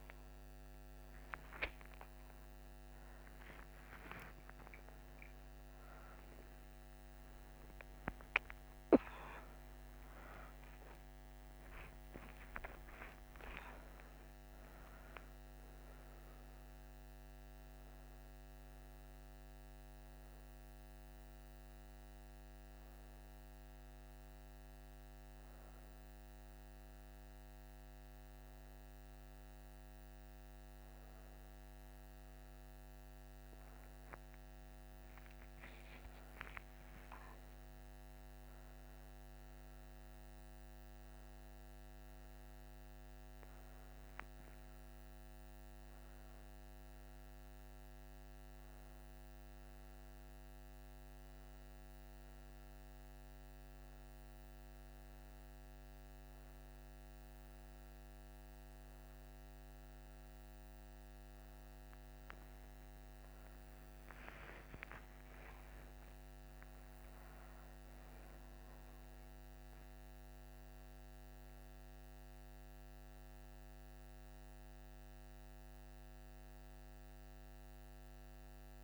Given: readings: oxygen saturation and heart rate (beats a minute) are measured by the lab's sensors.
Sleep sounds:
a person awake in a sleep study, by a microphone on the trachea; none
6.00-20.00 s: oxygen desaturation (device-marked, oxygen 97% before, 93% lowest, heart rate 98 before, 38 extreme)
77.00-78.84 s: new sleep stage, N1 (lightest sleep)
From the record:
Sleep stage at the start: awake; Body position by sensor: on the back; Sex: female

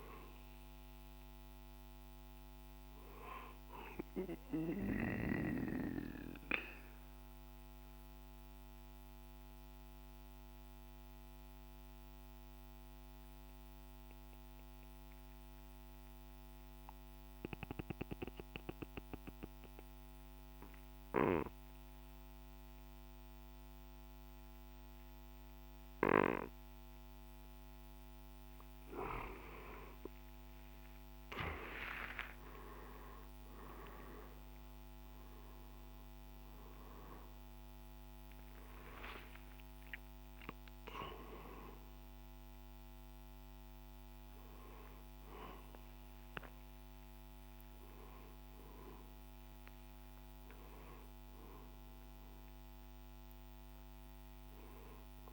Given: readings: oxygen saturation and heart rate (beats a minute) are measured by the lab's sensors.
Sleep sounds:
breathing in sleep by a microphone on the trachea; 1
0.00-3.50 s: drop in pulse transit time (device-marked, heart rate 59 extreme)
0.00-17.50 s: oxygen desaturation (device-marked, oxygen 88% lowest, heart rate 54 extreme)
3.50-27.00 s: obstructive apnea (oxygen 98% before, 87% lowest, heart rate 59 before, 54 extreme, up 9 after)
28.50-55.33 s: oxygen desaturation (device-marked, oxygen 98% before, 87% lowest, heart rate 55 before, 59 extreme)
30.50-36.00 s: arousal
36.50-51.50 s: drop in pulse transit time (device-marked, heart rate 58 before, 64 extreme)
38.50-55.33 s: new sleep stage, N1 (lightest sleep)
From the record:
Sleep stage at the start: N2 (light sleep); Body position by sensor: on the right side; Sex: male

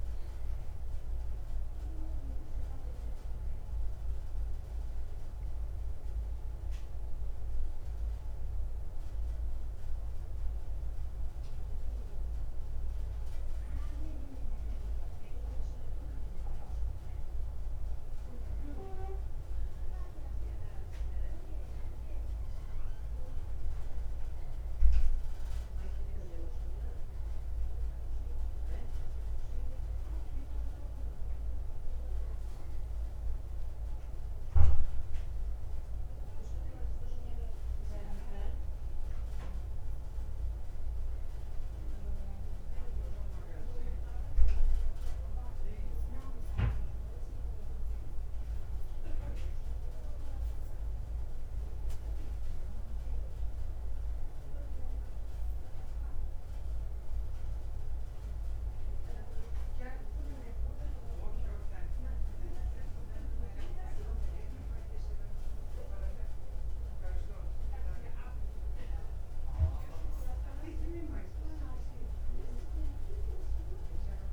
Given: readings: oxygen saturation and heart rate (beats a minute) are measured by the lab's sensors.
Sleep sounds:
breathing in sleep by a room microphone; none
none scored
From the record:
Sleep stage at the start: N2 (light sleep); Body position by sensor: on the right side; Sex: male

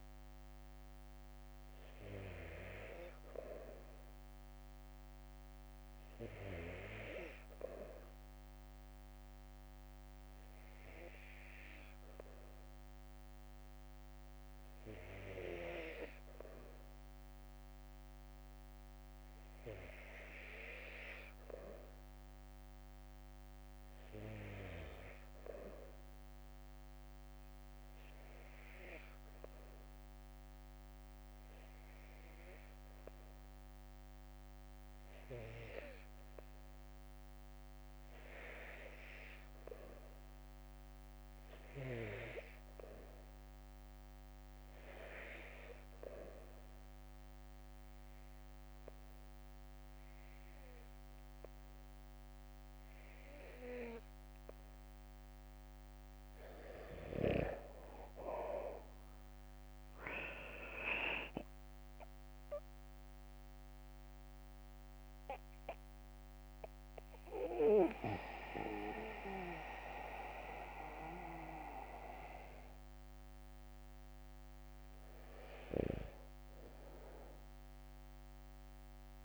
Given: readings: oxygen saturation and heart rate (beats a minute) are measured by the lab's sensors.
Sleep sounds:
breathing in sleep by a microphone on the trachea; 3
0.00-7.00 s: oxygen desaturation (device-marked, oxygen 91% lowest, heart rate 58 extreme)
8.50-19.50 s: hypopnea (oxygen 94% before, 88% lowest, heart rate 61 before, 57 extreme)
21.00-38.00 s: bradycardia (device-marked, heart rate 57 before, 57 extreme)
25.00-30.50 s: arousal
41.00-54.00 s: hypopnea (oxygen 92% before, 88% lowest, heart rate 59 before, 61 extreme, up 6 after)
56.50-59.50 s: arousal
60.00-76.00 s: drop in pulse transit time (device-marked, heart rate 62 before, 62 extreme)
62.00-75.00 s: mixed apnea (oxygen 92% before, 88% lowest, heart rate 62 before, 58 extreme, up 6 after)
65.00-78.00 s: oxygen desaturation (device-marked, oxygen 91% before, 88% lowest, heart rate 64 before, 56 extreme)
From the record:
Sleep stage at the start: N2 (light sleep); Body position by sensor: on the back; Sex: male

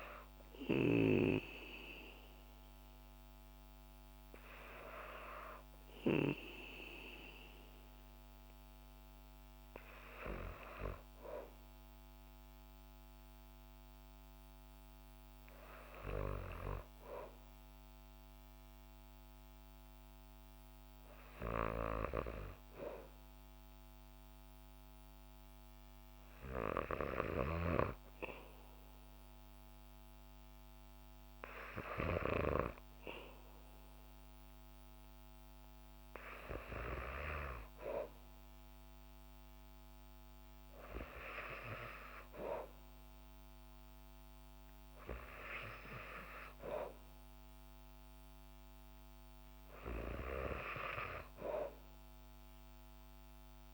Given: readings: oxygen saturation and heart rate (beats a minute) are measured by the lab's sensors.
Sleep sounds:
breathing in sleep by a microphone on the trachea; 1
21.50-34.00 s: hypopnea (oxygen 97% before, 95% lowest, heart rate 61 before, 63 extreme, up 1 after)
37.00-40.50 s: arousal
From the record:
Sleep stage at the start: N2 (light sleep); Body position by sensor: on the back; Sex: female

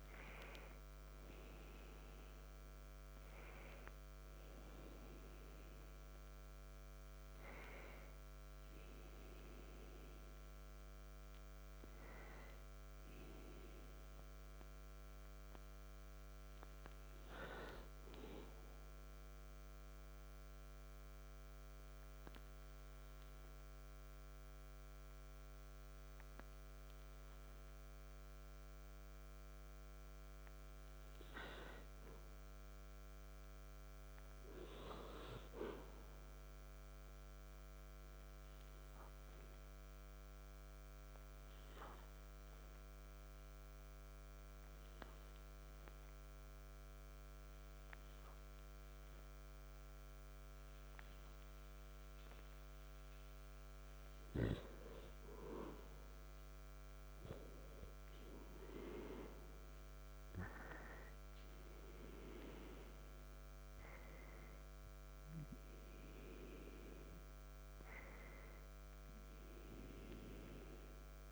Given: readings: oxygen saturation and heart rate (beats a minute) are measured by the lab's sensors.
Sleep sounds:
breathing in sleep by a microphone on the trachea; 1
1.00-7.00 s: oxygen desaturation (device-marked, oxygen 95% before, 91% lowest, heart rate 58 before, 59 extreme)
9.00-35.00 s: oxygen desaturation (device-marked, oxygen 95% before, 84% lowest, heart rate 64 before, 53 extreme)
29.00-71.32 s: new sleep stage, N2 (light sleep)
38.00-53.50 s: hypopnea (oxygen 99% before, 92% lowest, heart rate 59 before, 55 extreme, up 0 after)
59.50-65.50 s: arousal
From the record:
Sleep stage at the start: N1 (lightest sleep); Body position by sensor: on the back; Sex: male

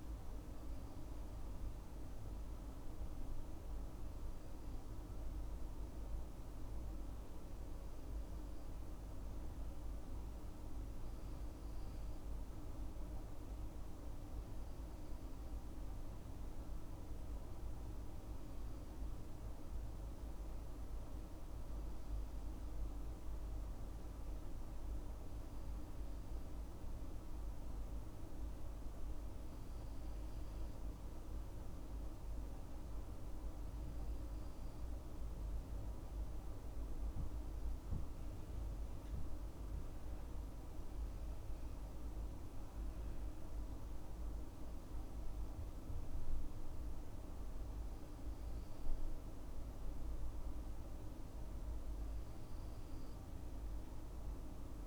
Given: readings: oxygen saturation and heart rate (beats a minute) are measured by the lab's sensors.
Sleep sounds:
breathing in sleep, hard to hear, by a room microphone; none
none scored
From the record:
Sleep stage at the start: N3 (deep sleep); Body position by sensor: on the left side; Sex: male

